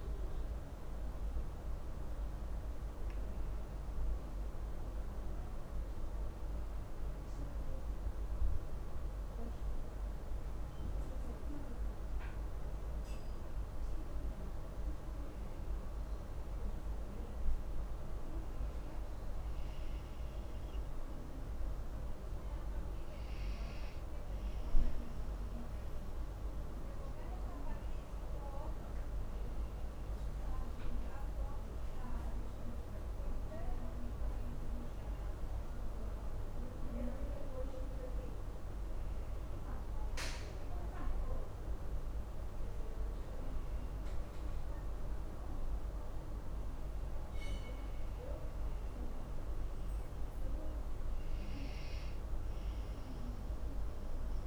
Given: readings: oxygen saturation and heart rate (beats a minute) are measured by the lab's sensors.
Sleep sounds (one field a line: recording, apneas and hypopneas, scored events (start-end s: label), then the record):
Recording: breathing in sleep, hard to hear, by a room microphone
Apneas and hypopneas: none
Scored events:
3.00-7.00 s: arousal
From the record:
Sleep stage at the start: N2 (light sleep)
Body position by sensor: on the back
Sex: female